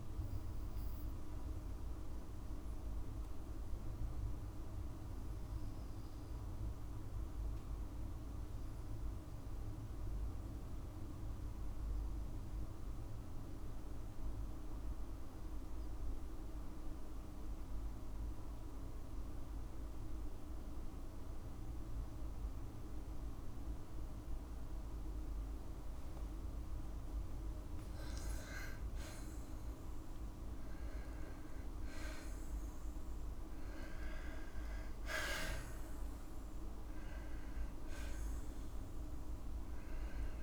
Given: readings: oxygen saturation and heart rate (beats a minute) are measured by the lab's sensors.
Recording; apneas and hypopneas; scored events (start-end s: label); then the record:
breathing in sleep, hard to hear, by a room microphone; 1
1.50-25.00 s: obstructive apnea (oxygen 97% before, 92% lowest, heart rate 58 before, 51 extreme, up 4 after)
20.50-29.50 s: oxygen desaturation (device-marked, oxygen 98% before, 94% lowest, heart rate 54 before, 53 extreme)
31.00-34.50 s: arousal
From the record:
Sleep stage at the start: N2 (light sleep); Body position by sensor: on the left side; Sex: female